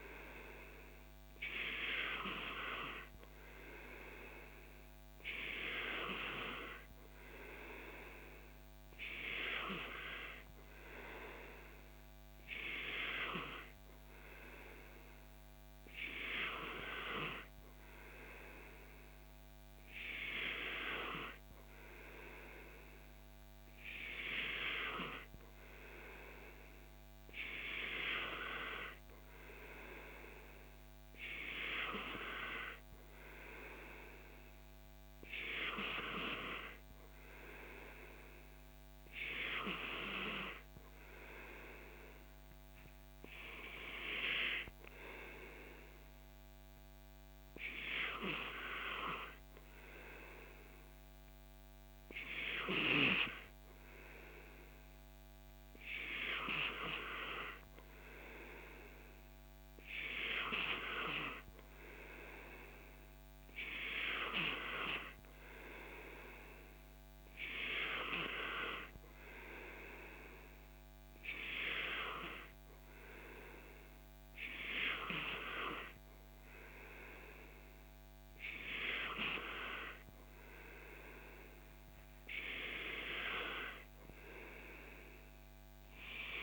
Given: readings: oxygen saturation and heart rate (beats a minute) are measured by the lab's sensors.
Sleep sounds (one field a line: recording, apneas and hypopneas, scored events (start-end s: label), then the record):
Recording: breathing in sleep by a microphone on the trachea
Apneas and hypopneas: none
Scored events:
none scored
From the record:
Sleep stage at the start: N2 (light sleep)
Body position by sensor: on the back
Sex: male